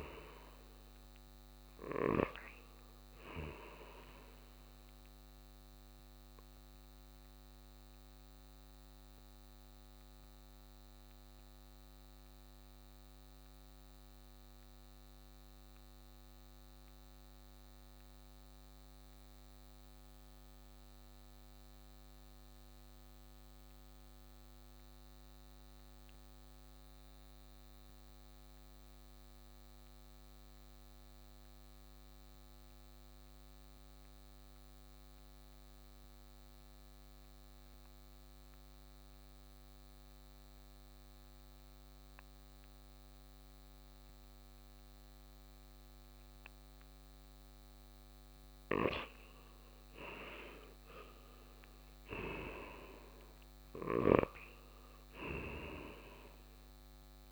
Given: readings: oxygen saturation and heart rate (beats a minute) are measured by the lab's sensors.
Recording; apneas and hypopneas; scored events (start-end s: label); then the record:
breathing in sleep by a microphone on the trachea; 1
0.00-20.50 s: oxygen desaturation (device-marked, oxygen 85% lowest, heart rate 52 extreme)
8.50-49.50 s: mixed apnea (oxygen 95% before, 85% lowest, heart rate 63 before, 52 extreme, up 7 after)
42.50-57.32 s: oxygen desaturation (device-marked, oxygen 97% before, 86% lowest, heart rate 58 before, 58 extreme)
51.00-55.50 s: arousal
54.00-57.32 s: snoring (device-marked)
From the record:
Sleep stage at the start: N2 (light sleep); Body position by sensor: on the right side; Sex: male